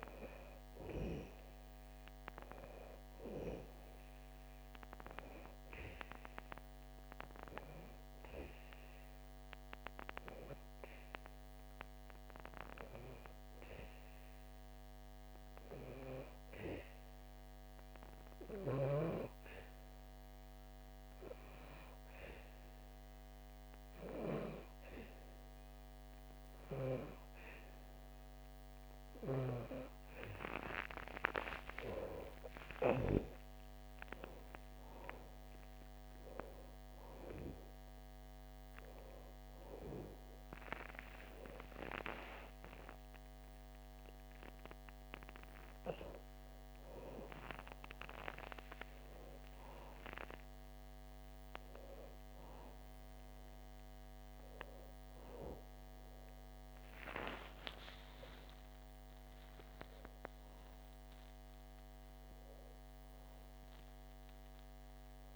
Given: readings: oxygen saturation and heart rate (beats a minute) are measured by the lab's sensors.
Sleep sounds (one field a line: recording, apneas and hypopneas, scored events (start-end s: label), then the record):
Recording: breathing in sleep by a microphone on the trachea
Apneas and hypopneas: 1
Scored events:
10.50-30.50 s: hypopnea (oxygen 97% before, 94% lowest, heart rate 69 before, 67 extreme, up 19 after)
31.50-36.50 s: arousal
58.00-65.36 s: new sleep stage, N2 (light sleep)
58.50-62.50 s: arousal
From the record:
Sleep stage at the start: N1 (lightest sleep)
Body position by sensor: on the back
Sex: female